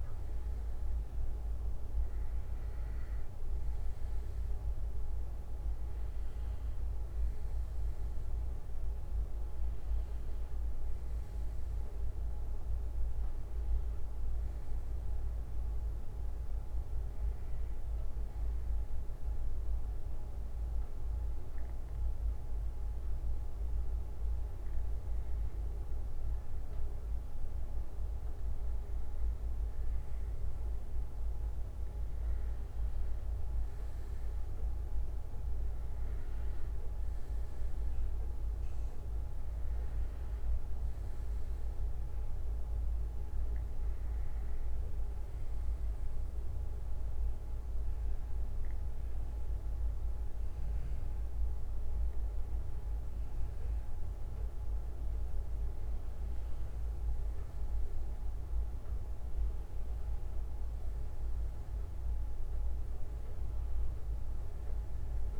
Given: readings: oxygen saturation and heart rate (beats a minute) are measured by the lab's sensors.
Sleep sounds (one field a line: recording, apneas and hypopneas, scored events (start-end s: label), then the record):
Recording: breathing in sleep, hard to hear, by a room microphone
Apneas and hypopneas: none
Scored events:
17.50-19.50 s: bradycardia (device-marked, heart rate 63 before, 60 extreme)
26.50-28.50 s: bradycardia (device-marked, heart rate 63 before, 68 extreme)
44.50-47.50 s: bradycardia (device-marked, heart rate 63 before, 60 extreme)
56.50-65.40 s: new sleep stage, N1 (lightest sleep)
57.00-61.50 s: arousal
From the record:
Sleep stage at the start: N2 (light sleep)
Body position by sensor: on the back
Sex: male